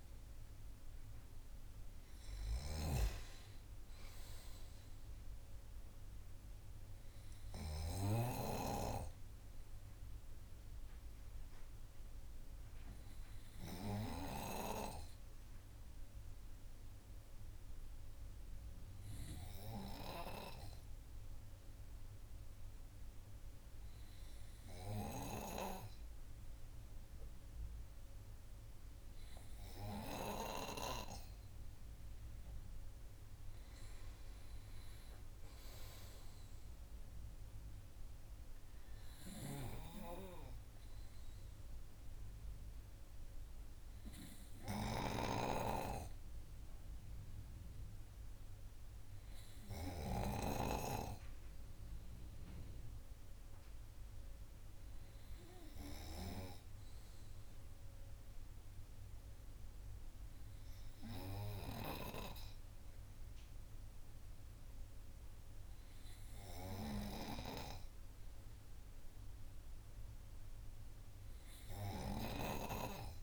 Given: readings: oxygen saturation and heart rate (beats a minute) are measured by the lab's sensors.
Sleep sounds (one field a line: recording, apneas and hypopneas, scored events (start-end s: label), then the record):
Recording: breathing in sleep by a room microphone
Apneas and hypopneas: 1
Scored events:
0.00-1.00 s: arousal
0.00-3.00 s: snoring (device-marked)
9.00-23.50 s: hypopnea (oxygen 98% before, 96% lowest, heart rate 71 before, 50 extreme, up 21 after)
32.50-37.00 s: arousal
From the record:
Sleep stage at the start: N2 (light sleep)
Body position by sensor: on the right side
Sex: male